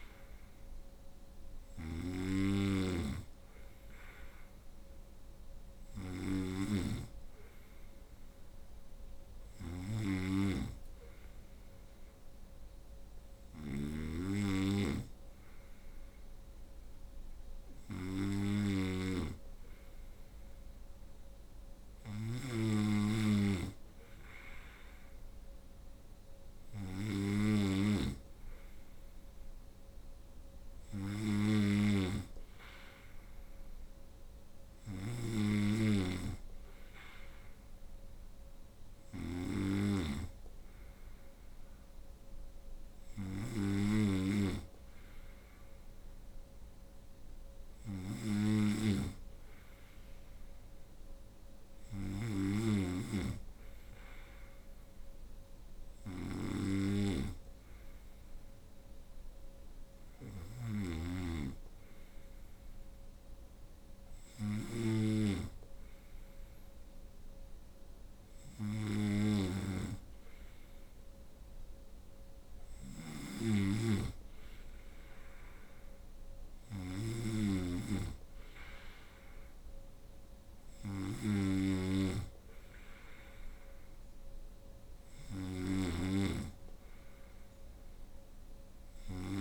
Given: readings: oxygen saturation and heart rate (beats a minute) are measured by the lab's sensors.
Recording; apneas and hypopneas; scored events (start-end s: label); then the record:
breathing in sleep by a room microphone; none
0.00-89.41 s: snoring (device-marked)
From the record:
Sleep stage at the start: N2 (light sleep); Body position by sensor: on the right side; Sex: female